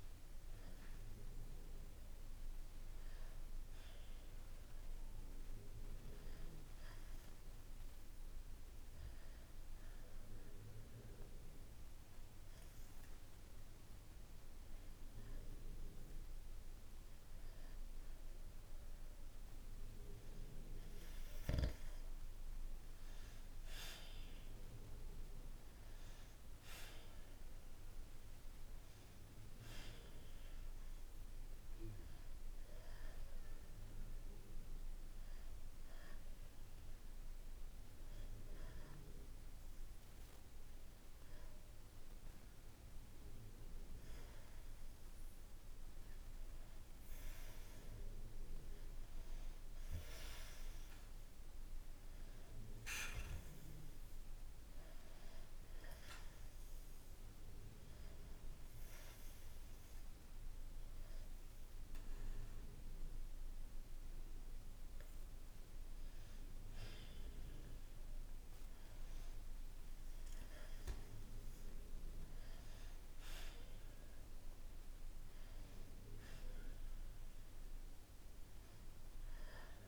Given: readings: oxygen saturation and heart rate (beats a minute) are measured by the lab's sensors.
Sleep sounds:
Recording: breathing in sleep, hard to hear, by a room microphone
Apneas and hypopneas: 3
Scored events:
5.00-17.00 s: hypopnea (oxygen 95% before, 92% lowest, heart rate 65 before, 62 extreme, up 0 after)
22.00-27.00 s: arousal
36.00-47.00 s: obstructive apnea (oxygen 95% before, 92% lowest, heart rate 63 before, 62 extreme)
48.50-52.00 s: arousal
55.50-67.00 s: hypopnea (oxygen 95% before, 93% lowest, heart rate 63 before, 63 extreme, up 1 after)
69.50-73.00 s: arousal
From the record:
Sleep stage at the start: N2 (light sleep)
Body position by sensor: on the back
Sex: male

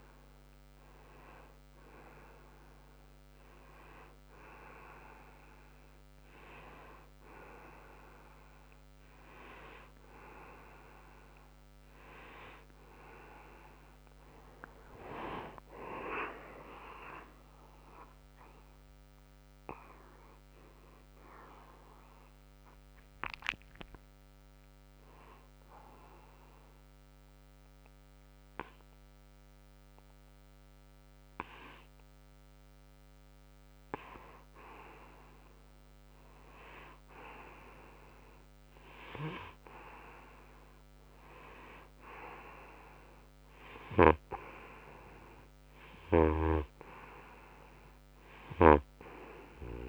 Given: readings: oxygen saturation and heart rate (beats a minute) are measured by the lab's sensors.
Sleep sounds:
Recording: a person awake in a sleep study, by a microphone on the trachea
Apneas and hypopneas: none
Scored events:
30.50-49.89 s: new sleep stage, N2 (light sleep)
From the record:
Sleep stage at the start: awake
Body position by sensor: on the right side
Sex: male

